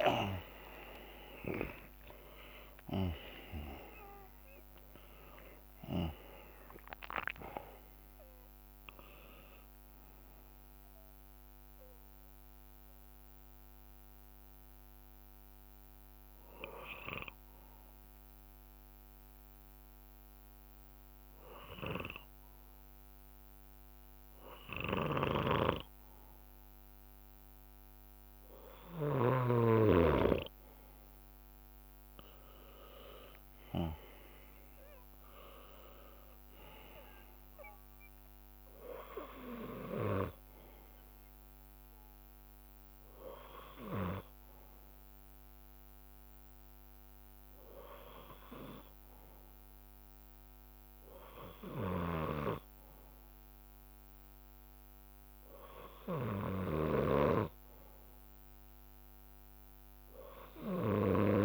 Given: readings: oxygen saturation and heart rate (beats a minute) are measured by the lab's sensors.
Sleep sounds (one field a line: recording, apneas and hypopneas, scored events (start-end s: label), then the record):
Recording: breathing in sleep by a microphone on the trachea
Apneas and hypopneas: 1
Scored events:
0.00-1.50 s: long interval between heartbeats (device-marked, heart rate 78 extreme)
0.00-2.00 s: arousal
0.00-7.00 s: leg movement (device-marked)
0.00-24.00 s: oxygen desaturation (device-marked, oxygen 92% lowest, heart rate 52 extreme)
8.50-12.00 s: leg movement (device-marked)
12.00-27.00 s: hypopnea (oxygen 99% before, 92% lowest, heart rate 74 before, 52 extreme, up 7 after)
12.00-32.00 s: bradycardia (device-marked, heart rate 60 before, 52 extreme)
13.00-17.50 s: leg movement (device-marked)
18.50-24.00 s: leg movement (device-marked)
24.50-29.50 s: leg movement (device-marked)
26.00-37.00 s: drop in pulse transit time (device-marked, heart rate 61 before, 55 extreme)
30.50-35.00 s: leg movement (device-marked)
32.00-36.00 s: arousal
38.00-61.45 s: bradycardia (device-marked, heart rate 60 before, 53 extreme)
47.00-52.00 s: leg movement (device-marked)
50.00-61.45 s: drop in pulse transit time (device-marked, heart rate 57 before, 53 extreme)
53.00-58.50 s: leg movement (device-marked)
59.50-61.45 s: leg movement (device-marked)
From the record:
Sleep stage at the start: N2 (light sleep)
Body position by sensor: on the back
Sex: male